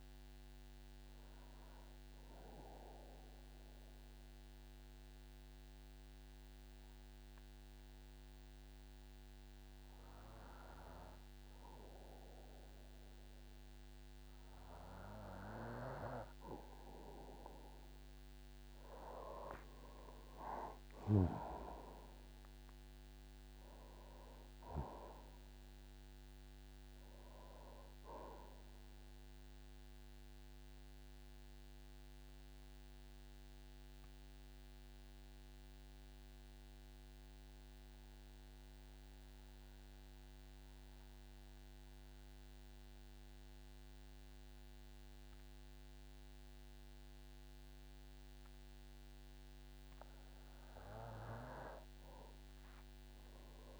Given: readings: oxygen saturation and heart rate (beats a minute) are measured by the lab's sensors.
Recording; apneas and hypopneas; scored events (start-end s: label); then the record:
breathing in sleep by a microphone on the trachea; 2
2.00-15.50 s: obstructive apnea (oxygen 97% before, 91% lowest, heart rate 55 before, 46 extreme, up 11 after)
20.00-23.50 s: arousal
21.50-47.50 s: oxygen desaturation (device-marked, oxygen 97% before, 91% lowest, heart rate 53 before, 46 extreme)
30.50-49.50 s: mixed apnea (oxygen 97% before, 91% lowest, heart rate 58 before, 46 extreme, up 13 after)
From the record:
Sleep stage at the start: N2 (light sleep); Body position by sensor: on the back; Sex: male